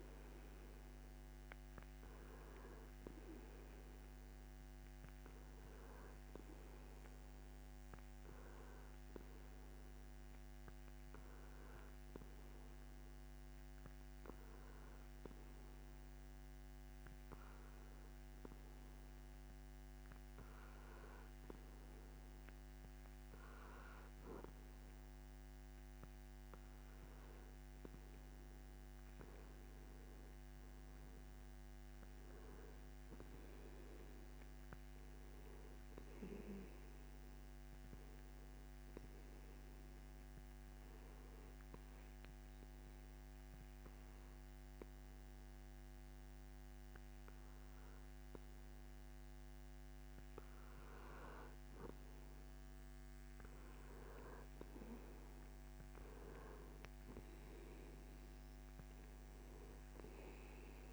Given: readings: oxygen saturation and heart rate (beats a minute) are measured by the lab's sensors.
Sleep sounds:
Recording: breathing in sleep by a microphone on the trachea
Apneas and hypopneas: 1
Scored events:
30.00-33.50 s: arousal
38.50-51.00 s: hypopnea (oxygen 92% before, 91% lowest)
53.00-55.50 s: arousal
From the record:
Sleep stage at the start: N2 (light sleep)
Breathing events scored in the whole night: 292 in 6.1 hours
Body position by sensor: on the back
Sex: male

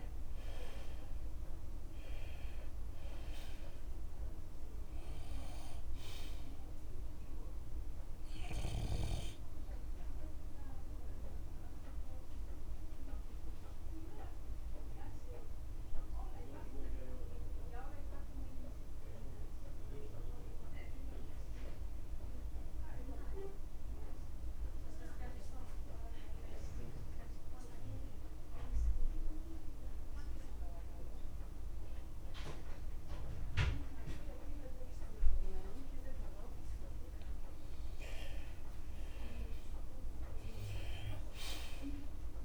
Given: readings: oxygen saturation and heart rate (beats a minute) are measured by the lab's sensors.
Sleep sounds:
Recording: breathing in sleep by a room microphone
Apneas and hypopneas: 1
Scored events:
0.00-32.00 s: oxygen desaturation (device-marked, oxygen 79% lowest, heart rate 29 extreme)
4.50-6.50 s: long interval between heartbeats (device-marked, heart rate 48 before, 30 extreme)
12.00-36.50 s: obstructive apnea (oxygen 90% before, 79% lowest, heart rate 48 before, 38 extreme, up 31 after)
17.50-19.50 s: long interval between heartbeats (device-marked, heart rate 46 before, 55 extreme)
23.00-25.00 s: long interval between heartbeats (device-marked, heart rate 44 before, 47 extreme)
26.00-28.00 s: long interval between heartbeats (device-marked, heart rate 47 before, 56 extreme)
32.00-34.00 s: long interval between heartbeats (device-marked, heart rate 49 before, 43 extreme)
37.50-39.50 s: long interval between heartbeats (device-marked, heart rate 47 before, 57 extreme)
38.50-42.45 s: arousal
From the record:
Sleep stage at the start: N2 (light sleep)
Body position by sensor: on the left side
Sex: male

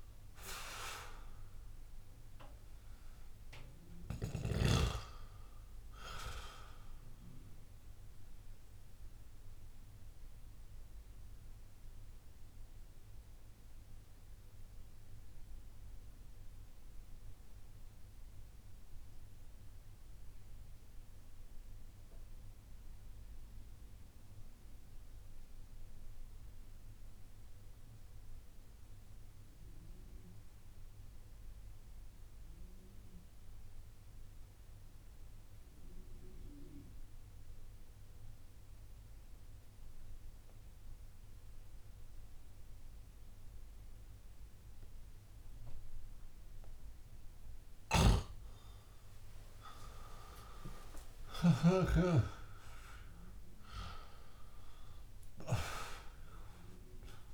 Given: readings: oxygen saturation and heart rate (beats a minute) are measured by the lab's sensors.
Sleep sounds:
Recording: breathing in sleep by a room microphone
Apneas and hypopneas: 1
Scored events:
0.00-26.00 s: oxygen desaturation (device-marked, oxygen 88% lowest)
6.50-48.00 s: mixed apnea (oxygen 95% before, 88% lowest)
42.00-57.34 s: oxygen desaturation (device-marked, oxygen 97% before, 89% lowest)
47.50-51.50 s: snoring (device-marked)
49.50-53.50 s: arousal
From the record:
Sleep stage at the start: N2 (light sleep)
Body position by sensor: on the back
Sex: male

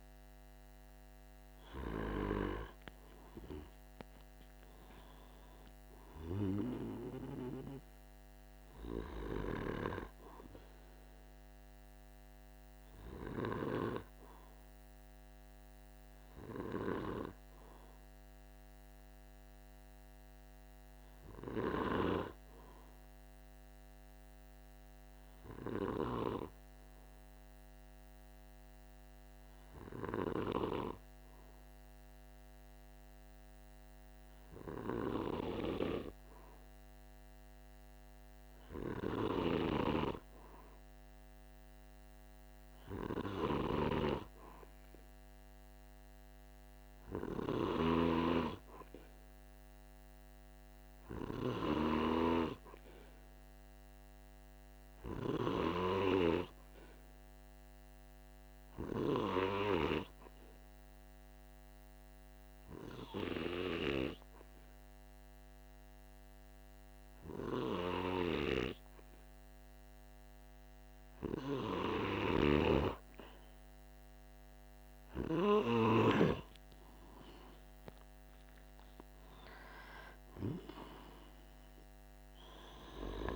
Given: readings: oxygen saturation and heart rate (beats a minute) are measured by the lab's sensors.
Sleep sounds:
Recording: breathing in sleep by a microphone on the trachea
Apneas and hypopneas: 2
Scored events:
16.50-35.00 s: hypopnea (oxygen 97% before, 94% lowest, heart rate 48 before, 45 extreme, up 3 after)
37.00-41.00 s: arousal
43.00-55.00 s: snoring (device-marked)
57.50-70.50 s: obstructive apnea (oxygen 97% before, 94% lowest, heart rate 47 before, 46 extreme, up 3 after)
71.50-75.50 s: snoring (device-marked)
74.50-78.50 s: arousal
From the record:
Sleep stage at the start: N2 (light sleep)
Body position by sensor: on the back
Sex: male

